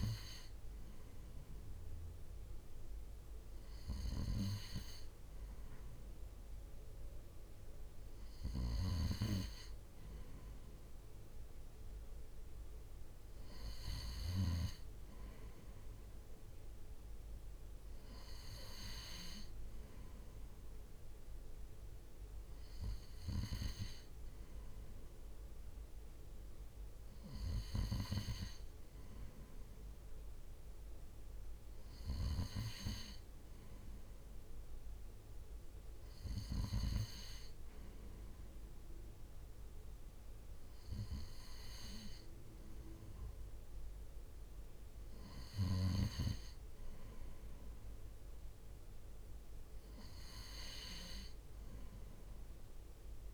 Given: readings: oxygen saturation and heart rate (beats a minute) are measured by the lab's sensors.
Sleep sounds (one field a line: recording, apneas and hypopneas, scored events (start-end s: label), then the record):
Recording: breathing in sleep by a room microphone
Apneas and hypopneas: none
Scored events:
none scored
From the record:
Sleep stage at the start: N2 (light sleep)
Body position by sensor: on the right side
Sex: male